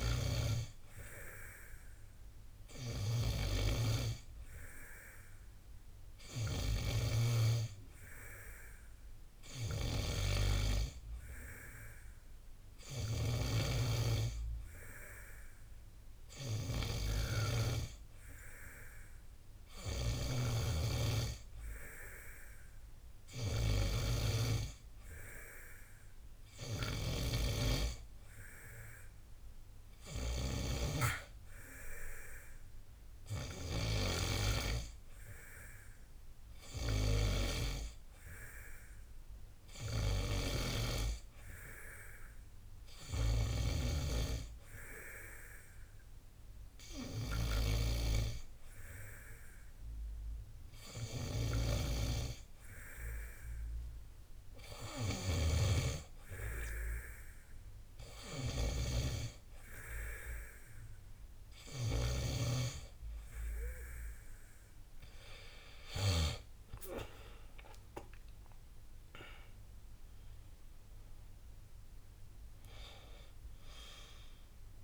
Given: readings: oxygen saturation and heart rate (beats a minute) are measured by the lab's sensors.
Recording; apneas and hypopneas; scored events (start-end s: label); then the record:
breathing in sleep by a room microphone; none
none scored
From the record:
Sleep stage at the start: N2 (light sleep); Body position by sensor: on the back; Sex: male